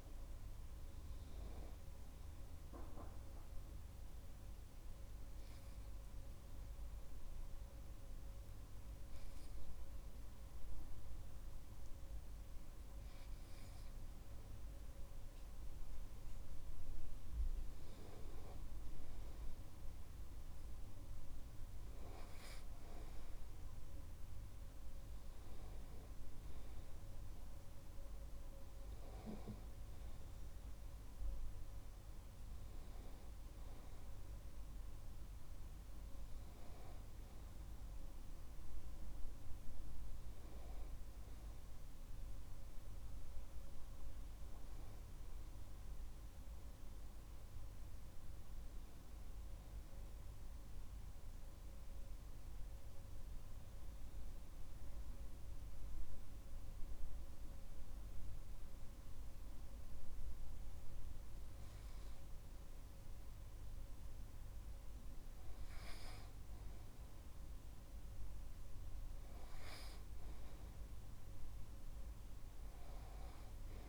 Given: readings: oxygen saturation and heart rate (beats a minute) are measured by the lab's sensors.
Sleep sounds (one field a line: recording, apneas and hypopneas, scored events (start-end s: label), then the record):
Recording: breathing in sleep, hard to hear, by a room microphone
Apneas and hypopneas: 1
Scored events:
0.00-14.00 s: oxygen desaturation (device-marked, oxygen 90% lowest)
5.00-18.50 s: hypopnea (oxygen 97% before, 90% lowest)
23.00-27.00 s: arousal
From the record:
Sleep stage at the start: N1 (lightest sleep)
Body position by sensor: on the right side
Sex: male